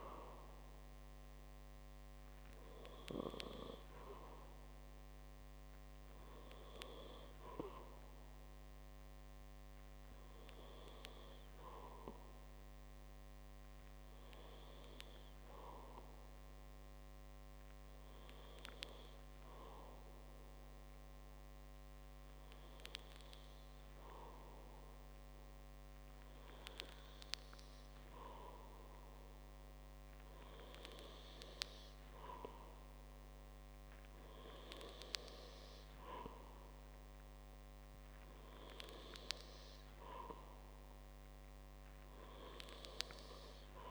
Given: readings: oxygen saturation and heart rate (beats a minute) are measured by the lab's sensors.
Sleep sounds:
breathing in sleep by a microphone on the trachea; none
none scored
From the record:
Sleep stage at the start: N2 (light sleep); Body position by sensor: on the back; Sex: male

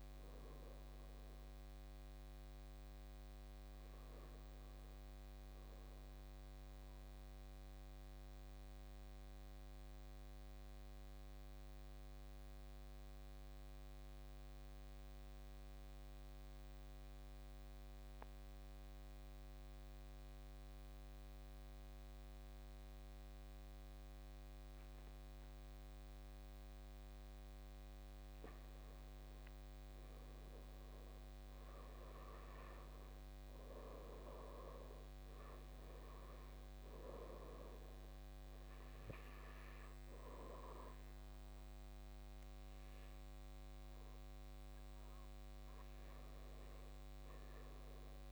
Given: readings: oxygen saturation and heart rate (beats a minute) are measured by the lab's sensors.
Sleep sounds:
breathing in sleep by a microphone on the trachea; 1
0.00-3.00 s: arousal
7.00-26.00 s: mixed apnea (oxygen 99% before, 85% lowest, heart rate 54 before, 46 extreme, up 18 after)
18.00-48.32 s: oxygen desaturation (device-marked, oxygen 98% before, 85% lowest, heart rate 52 before, 46 extreme)
22.00-24.00 s: long interval between heartbeats (device-marked, heart rate 52 before, 53 extreme)
28.00-31.50 s: arousal
From the record:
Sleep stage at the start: N2 (light sleep); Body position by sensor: on the back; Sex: male

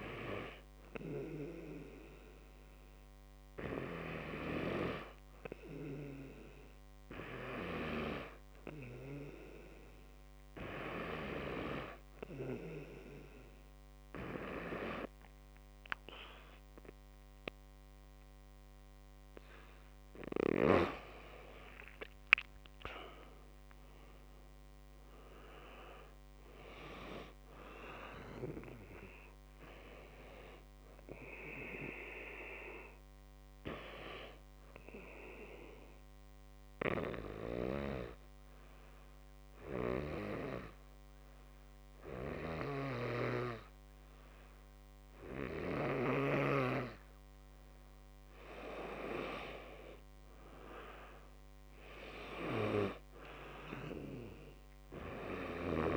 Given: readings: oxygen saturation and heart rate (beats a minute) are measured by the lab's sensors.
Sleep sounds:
breathing in sleep by a microphone on the trachea; 2
7.50-20.50 s: hypopnea (oxygen 93% before, 88% lowest, heart rate 58 before, 52 extreme, up 15 after)
22.00-25.00 s: arousal
26.50-37.50 s: oxygen desaturation (device-marked, oxygen 92% before, 89% lowest, heart rate 63 before, 52 extreme)
36.00-48.00 s: obstructive apnea (oxygen 92% before, 87% lowest, heart rate 66 before, 52 extreme, up 14 after)
51.00-54.50 s: arousal
54.50-55.96 s: oxygen desaturation (device-marked, oxygen 96% before, 89% lowest, heart rate 56 before, 48 extreme)
From the record:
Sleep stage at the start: N2 (light sleep); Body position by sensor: on the back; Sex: male

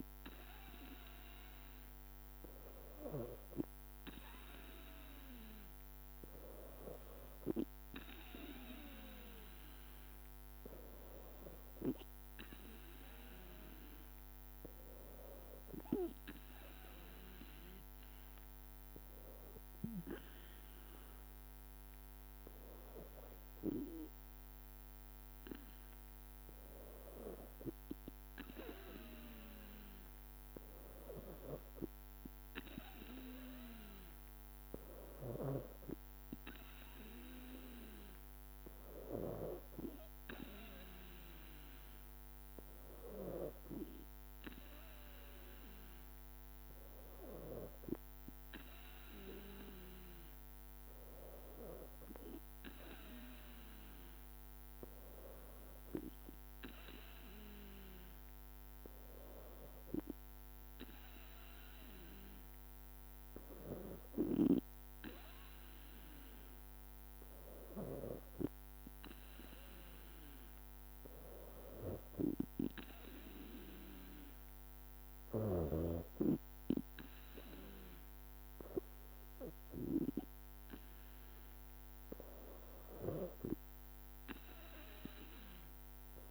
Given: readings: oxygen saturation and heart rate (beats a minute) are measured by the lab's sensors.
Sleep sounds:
breathing in sleep by a microphone on the trachea; none
none scored
From the record:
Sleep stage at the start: N2 (light sleep); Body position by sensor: on the back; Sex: female

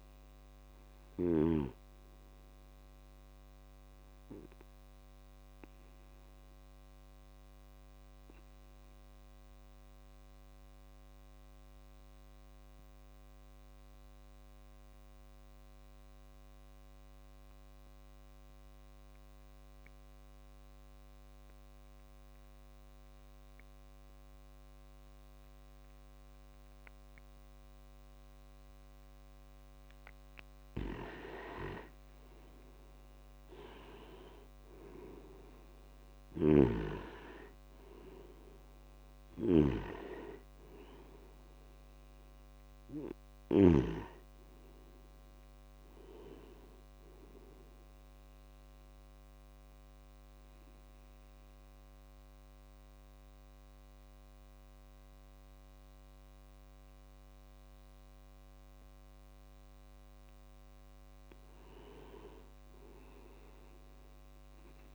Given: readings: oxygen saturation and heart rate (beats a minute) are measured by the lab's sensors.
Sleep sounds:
breathing in sleep by a microphone on the trachea; 2
0.00-15.50 s: oxygen desaturation (device-marked, oxygen 89% lowest)
4.50-29.00 s: obstructive apnea (oxygen 98% before, 88% lowest)
28.50-59.50 s: oxygen desaturation (device-marked, oxygen 98% before, 88% lowest)
30.50-43.50 s: snoring (device-marked)
32.00-36.50 s: arousal
49.50-60.50 s: obstructive apnea (oxygen 98% before, 88% lowest)
From the record:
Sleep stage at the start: N2 (light sleep); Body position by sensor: on the back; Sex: male

